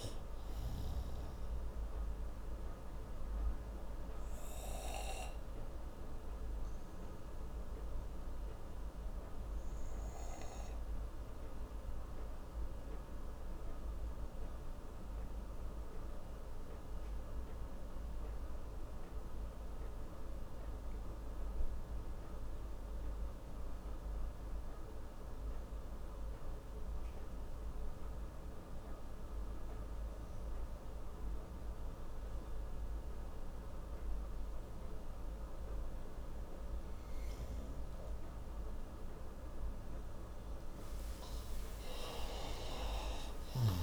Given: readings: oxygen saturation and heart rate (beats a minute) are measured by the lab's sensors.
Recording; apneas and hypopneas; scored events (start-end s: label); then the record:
breathing in sleep, hard to hear, by a room microphone; 1
0.00-20.00 s: oxygen desaturation (device-marked, oxygen 87% lowest)
2.00-39.50 s: obstructive apnea (oxygen 97% before, 87% lowest)
38.00-43.83 s: oxygen desaturation (device-marked, oxygen 97% before, 87% lowest)
41.00-43.83 s: arousal
From the record:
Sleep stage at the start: N2 (light sleep); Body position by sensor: on the right side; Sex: male